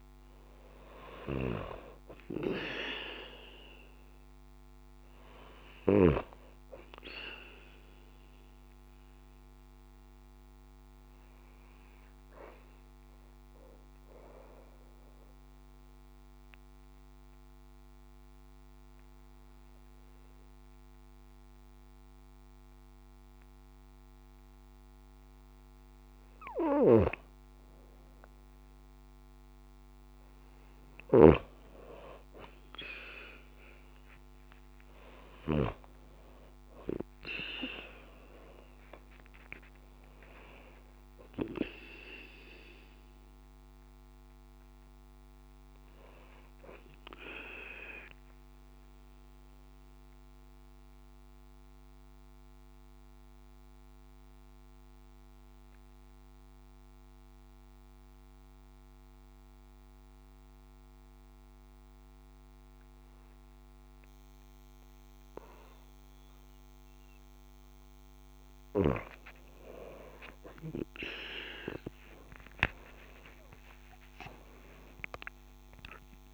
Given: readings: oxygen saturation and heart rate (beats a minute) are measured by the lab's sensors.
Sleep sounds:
breathing in sleep by a microphone on the trachea; 2
12.50-27.00 s: mixed apnea (oxygen 96% before, 94% lowest)
30.00-34.00 s: arousal
30.50-35.50 s: snoring (device-marked)
47.00-67.00 s: mixed apnea (oxygen 96% before, 94% lowest)
71.00-76.34 s: arousal
From the record:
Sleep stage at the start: N2 (light sleep); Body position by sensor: on the back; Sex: female

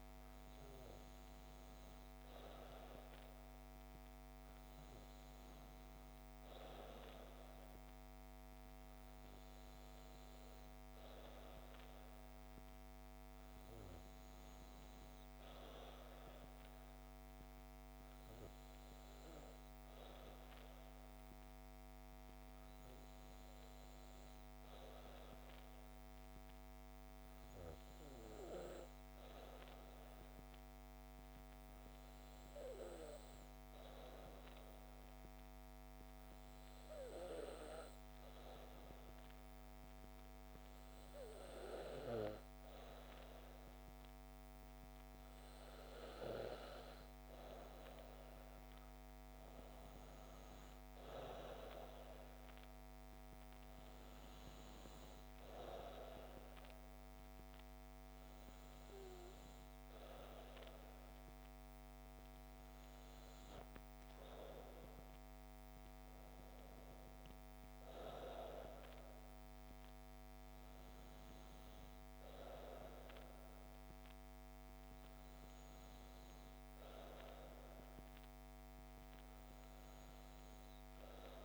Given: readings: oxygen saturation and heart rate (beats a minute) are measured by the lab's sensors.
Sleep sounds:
breathing in sleep by a microphone on the trachea; none
none scored
From the record:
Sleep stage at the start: N2 (light sleep); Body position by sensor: on the back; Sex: female

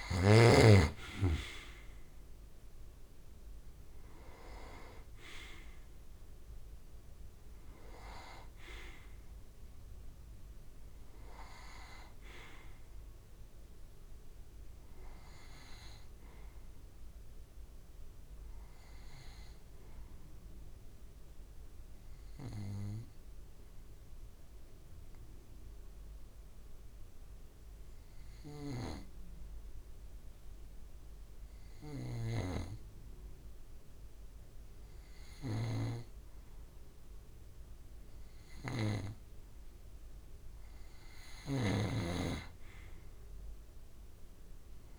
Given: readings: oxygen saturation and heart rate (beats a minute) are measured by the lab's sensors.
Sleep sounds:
breathing in sleep by a room microphone; 1
0.00-30.00 s: oxygen desaturation (device-marked, oxygen 94% before, 89% lowest)
19.50-37.50 s: obstructive apnea (oxygen 94% before, 90% lowest)
28.00-44.99 s: snoring (device-marked)
40.00-43.50 s: arousal
From the record:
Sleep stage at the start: N2 (light sleep); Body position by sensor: on the right side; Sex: male

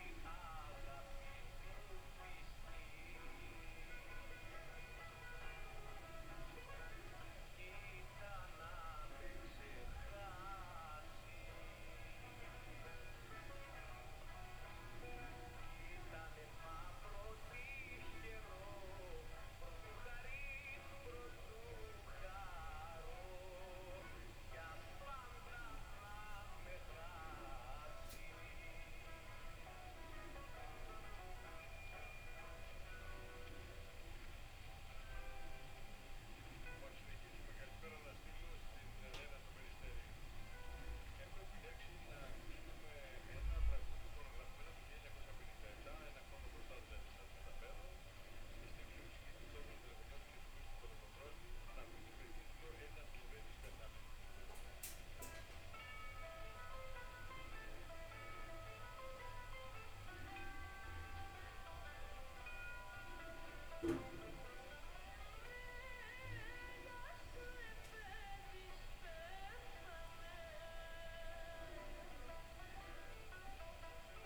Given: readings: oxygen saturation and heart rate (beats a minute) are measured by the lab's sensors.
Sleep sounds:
breathing in sleep by a room microphone; none
0.00-7.50 s: oxygen desaturation (device-marked, oxygen 89% lowest)
From the record:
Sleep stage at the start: N2 (light sleep); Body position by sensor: on the back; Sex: female

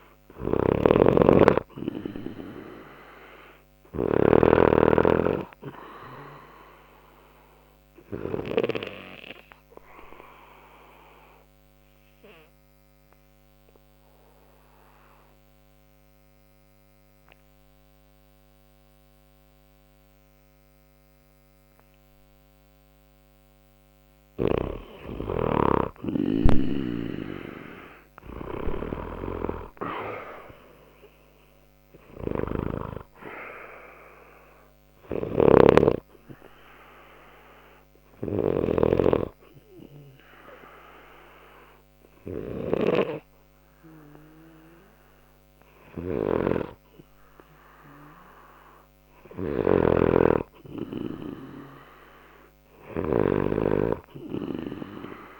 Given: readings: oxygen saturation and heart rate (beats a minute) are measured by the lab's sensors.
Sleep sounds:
breathing in sleep by a microphone on the trachea; 2
0.00-1.50 s: arousal
0.00-4.00 s: snoring (device-marked)
0.00-19.00 s: oxygen desaturation (device-marked, oxygen 92% lowest, heart rate 59 extreme)
8.00-23.50 s: obstructive apnea (oxygen 97% before, 89% lowest, heart rate 61 before, 59 extreme, up 1 after)
26.00-30.00 s: arousal
26.50-55.40 s: snoring (device-marked)
33.00-45.00 s: oxygen desaturation (device-marked, oxygen 94% before, 90% lowest, heart rate 60 before, 59 extreme)
37.00-49.50 s: hypopnea (oxygen 94% before, 89% lowest, heart rate 60 before, 59 extreme, up 1 after)
From the record:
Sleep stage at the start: N2 (light sleep); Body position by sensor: on the left side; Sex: male

